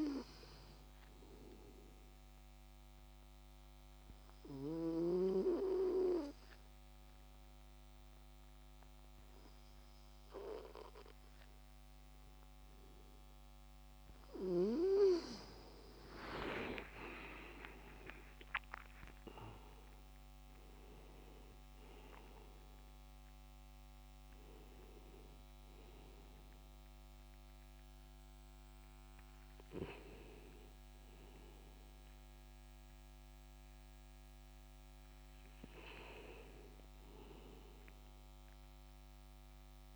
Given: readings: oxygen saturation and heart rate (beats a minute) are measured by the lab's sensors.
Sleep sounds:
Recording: breathing in sleep by a microphone on the trachea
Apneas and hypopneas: 1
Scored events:
1.50-14.00 s: obstructive apnea (oxygen 96% before, 91% lowest, heart rate 74 before, 70 extreme, up 52 after)
15.00-20.00 s: arousal
20.00-39.96 s: oxygen desaturation (device-marked, oxygen 95% before, 91% lowest, heart rate 81 before, 69 extreme)
From the record:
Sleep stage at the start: N2 (light sleep)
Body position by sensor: on the back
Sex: male

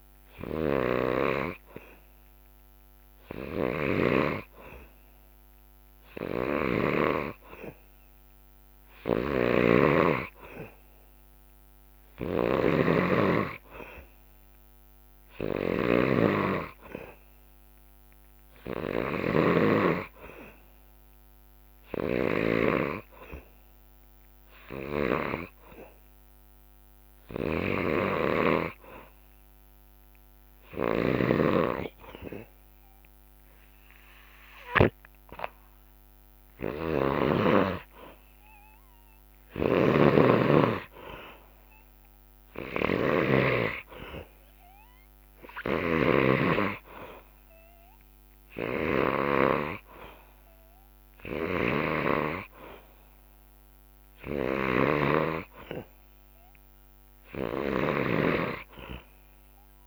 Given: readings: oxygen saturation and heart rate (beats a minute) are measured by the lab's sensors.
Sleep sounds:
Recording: breathing in sleep by a microphone on the trachea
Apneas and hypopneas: none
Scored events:
0.00-1.00 s: snoring (device-marked)
3.00-22.50 s: snoring (device-marked)
27.00-34.50 s: snoring (device-marked)
36.50-49.00 s: snoring (device-marked)
37.00-47.00 s: drop in pulse transit time (device-marked, heart rate 68 before, 65 extreme)
39.50-41.50 s: long interval between heartbeats (device-marked, heart rate 68 before, 73 extreme)
51.00-58.00 s: snoring (device-marked)
From the record:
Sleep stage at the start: N2 (light sleep)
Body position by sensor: on the back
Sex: male

